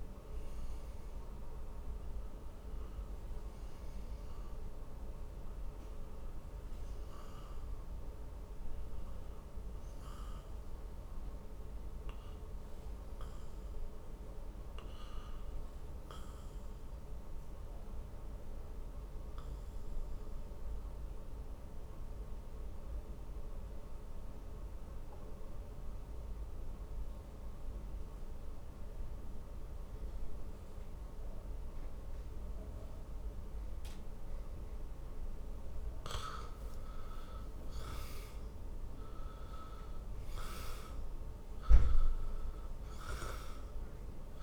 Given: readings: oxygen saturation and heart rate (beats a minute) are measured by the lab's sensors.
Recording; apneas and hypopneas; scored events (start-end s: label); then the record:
breathing in sleep, hard to hear, by a room microphone; 1
9.50-35.50 s: obstructive apnea (oxygen 99% before, 84% lowest, heart rate 74 before, 51 extreme, up 9 after)
14.00-28.00 s: oxygen desaturation (device-marked, oxygen 95% before, 84% lowest, heart rate 69 before, 54 extreme)
37.50-41.50 s: arousal
From the record:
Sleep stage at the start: N2 (light sleep); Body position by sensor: on the back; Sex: male